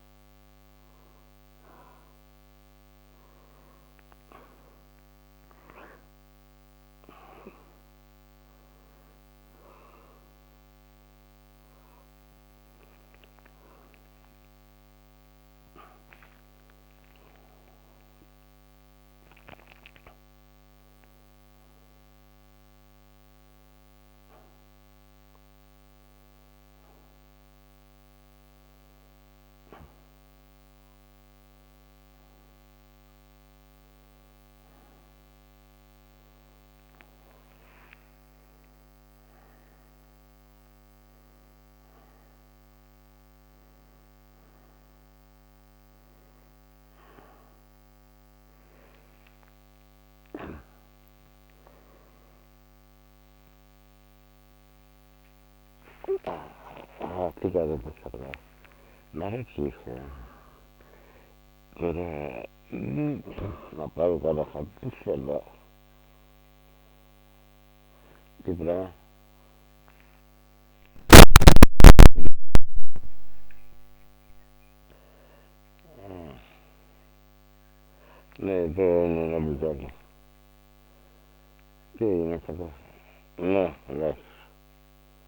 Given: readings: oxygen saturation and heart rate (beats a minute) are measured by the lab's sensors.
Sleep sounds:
a person awake in a sleep study, by a microphone on the trachea; none
78.50-82.50 s: snoring (device-marked)
From the record:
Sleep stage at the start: awake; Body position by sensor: on the back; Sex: male

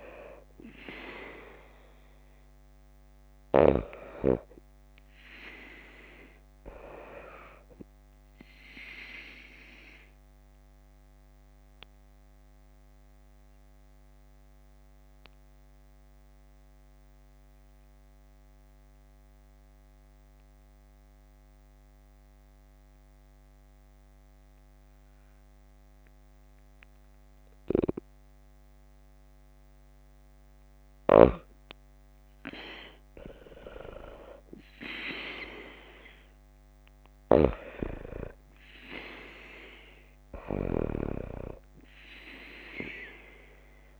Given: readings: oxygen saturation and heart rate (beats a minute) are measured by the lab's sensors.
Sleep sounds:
breathing in sleep by a microphone on the trachea; 1
0.00-3.50 s: arousal
9.00-29.50 s: obstructive apnea (oxygen 95% before, 90% lowest, heart rate 62 before, 52 extreme, up 4 after)
31.50-35.00 s: arousal
34.00-44.00 s: oxygen desaturation (device-marked, oxygen 95% before, 91% lowest, heart rate 54 before, 50 extreme)
From the record:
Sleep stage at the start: N2 (light sleep); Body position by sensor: on the back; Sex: female

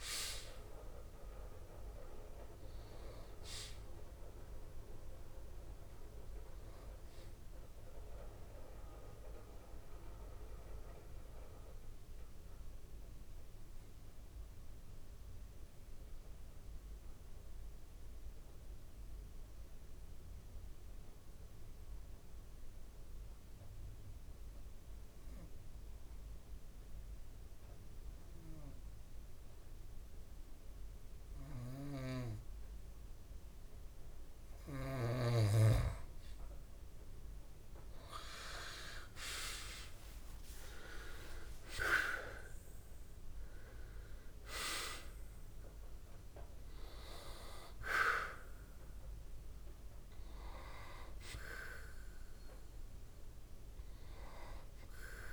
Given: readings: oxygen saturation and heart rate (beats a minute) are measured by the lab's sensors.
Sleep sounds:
breathing in sleep by a room microphone; 1
0.00-12.00 s: oxygen desaturation (device-marked, oxygen 85% lowest, heart rate 59 extreme)
11.00-35.00 s: mixed apnea (oxygen 96% before, 85% lowest, heart rate 80 before, 65 extreme)
30.00-55.33 s: oxygen desaturation (device-marked, oxygen 98% before, 85% lowest)
39.00-43.50 s: arousal
From the record:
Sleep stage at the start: N2 (light sleep); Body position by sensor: on the back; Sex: male

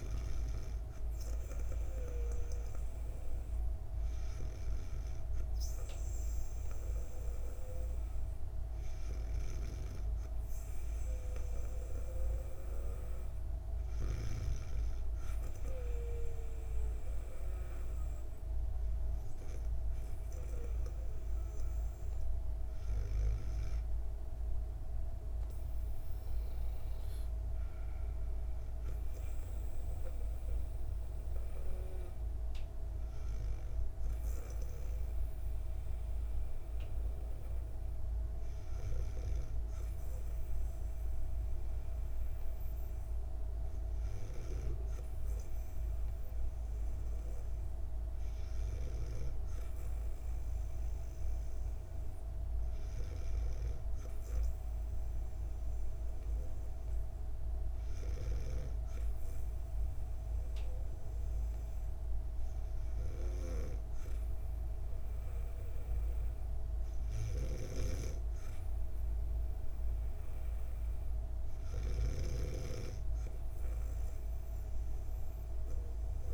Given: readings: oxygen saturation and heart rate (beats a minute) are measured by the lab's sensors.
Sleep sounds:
breathing in sleep by a room microphone; none
9.00-14.50 s: snoring (device-marked)
67.00-76.34 s: snoring (device-marked)
From the record:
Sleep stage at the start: N2 (light sleep); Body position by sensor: on the back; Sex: female

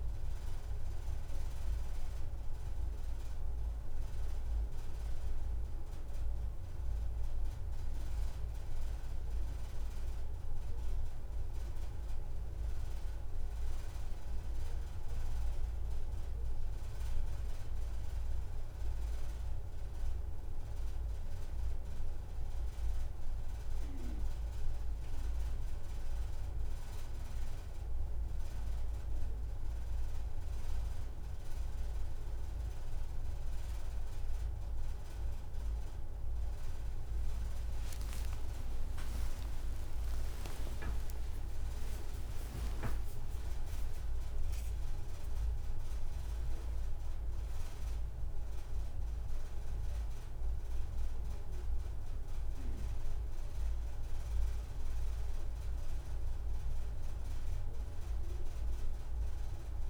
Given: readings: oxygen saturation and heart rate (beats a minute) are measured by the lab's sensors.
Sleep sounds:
breathing in sleep, hard to hear, by a room microphone; none
4.50-6.50 s: long interval between heartbeats (device-marked, heart rate 79 before, 142 extreme)
10.00-12.00 s: long interval between heartbeats (device-marked, heart rate 95 before, 89 extreme)
12.00-14.00 s: long interval between heartbeats (device-marked, heart rate 95 before, 89 extreme)
16.50-18.50 s: long interval between heartbeats (device-marked, heart rate 108 before, 165 extreme)
19.00-21.00 s: long interval between heartbeats (device-marked, heart rate 121 before, 126 extreme)
21.00-23.00 s: long interval between heartbeats (device-marked, heart rate 129 before, 124 extreme)
23.50-25.50 s: long interval between heartbeats (device-marked, heart rate 129 before, 124 extreme)
27.00-29.00 s: long interval between heartbeats (device-marked, heart rate 128 before, 149 extreme)
28.50-58.50 s: new sleep stage, N1 (lightest sleep)
30.50-32.50 s: long interval between heartbeats (device-marked, heart rate 130 before, 99 extreme)
38.50-44.50 s: arousal
40.50-42.50 s: long interval between heartbeats (device-marked, heart rate 102 before, 29 extreme)
58.50-59.90 s: new sleep stage, N2 (light sleep)
From the record:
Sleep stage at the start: N2 (light sleep); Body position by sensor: on the back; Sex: female

